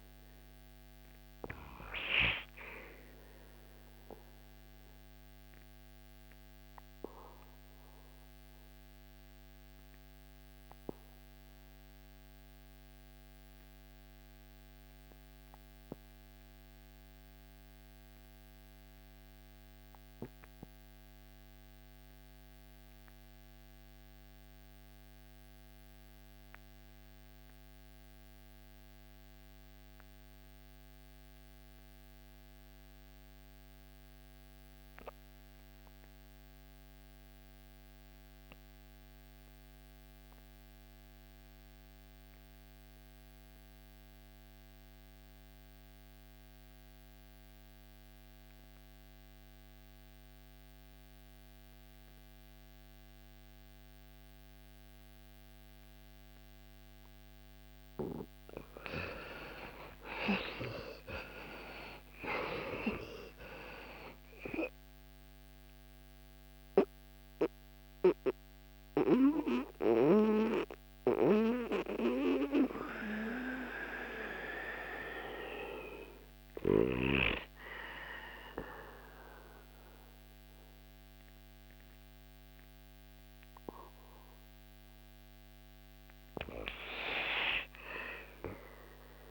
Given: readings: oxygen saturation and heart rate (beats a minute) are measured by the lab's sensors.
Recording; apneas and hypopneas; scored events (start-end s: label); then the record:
breathing in sleep by a microphone on the trachea; 2
0.00-13.00 s: oxygen desaturation (device-marked, oxygen 82% lowest, heart rate 67 extreme)
1.00-56.50 s: obstructive apnea (oxygen 96% before, 71% lowest, heart rate 76 before, 66 extreme, up 20 after)
28.00-86.00 s: oxygen desaturation (device-marked, oxygen 99% before, 71% lowest, heart rate 79 before, 66 extreme)
55.00-89.31 s: new sleep stage, N2 (light sleep)
58.00-62.50 s: arousal
65.50-83.00 s: obstructive apnea (oxygen 94% before, 71% lowest, heart rate 74 before, 66 extreme, up 11 after)
86.50-89.31 s: arousal
From the record:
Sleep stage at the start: REM sleep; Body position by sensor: on the back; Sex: male